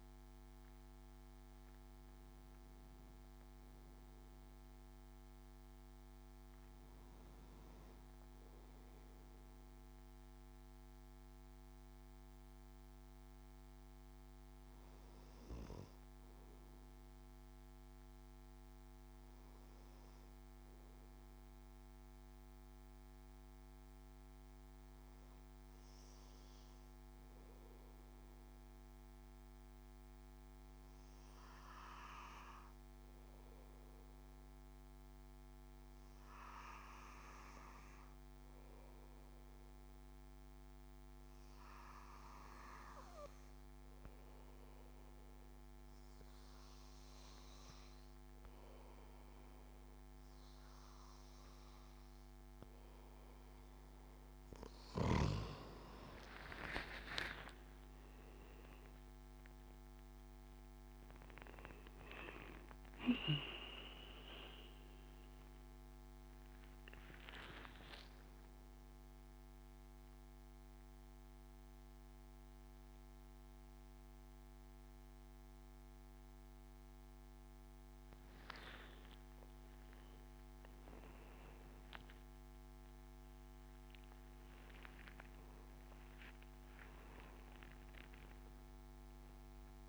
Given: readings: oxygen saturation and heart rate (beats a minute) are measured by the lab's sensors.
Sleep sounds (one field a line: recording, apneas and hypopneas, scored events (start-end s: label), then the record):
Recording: breathing in sleep by a microphone on the trachea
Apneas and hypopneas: 1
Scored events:
0.00-13.00 s: oxygen desaturation (device-marked, oxygen 92% lowest, heart rate 61 extreme)
9.50-53.50 s: obstructive apnea (oxygen 99% before, 91% lowest, heart rate 70 before, 62 extreme, up 8 after)
40.00-73.00 s: oxygen desaturation (device-marked, oxygen 98% before, 91% lowest, heart rate 70 before, 63 extreme)
56.00-89.89 s: new sleep stage, N1 (lightest sleep)
56.50-61.50 s: arousal
From the record:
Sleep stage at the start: N2 (light sleep)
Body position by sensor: on the back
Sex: male